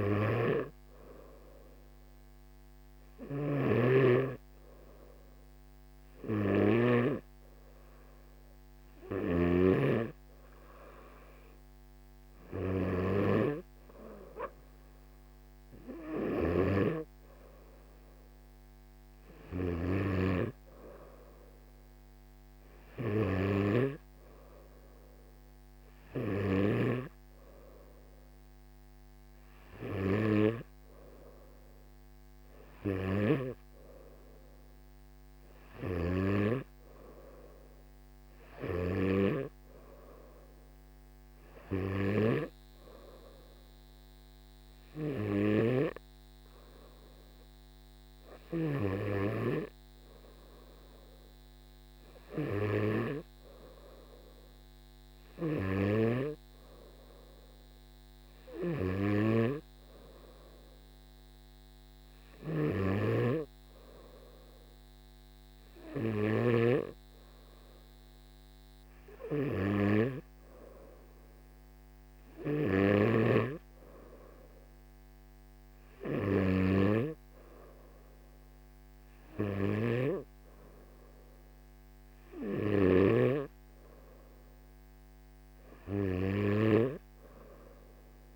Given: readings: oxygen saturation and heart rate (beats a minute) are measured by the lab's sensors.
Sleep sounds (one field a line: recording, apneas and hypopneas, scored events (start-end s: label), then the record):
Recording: breathing in sleep by a microphone on the trachea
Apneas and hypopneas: none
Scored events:
0.00-7.00 s: snoring (device-marked)
55.50-66.50 s: snoring (device-marked)
72.50-83.00 s: snoring (device-marked)
From the record:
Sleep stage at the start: N2 (light sleep)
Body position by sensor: on the back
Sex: male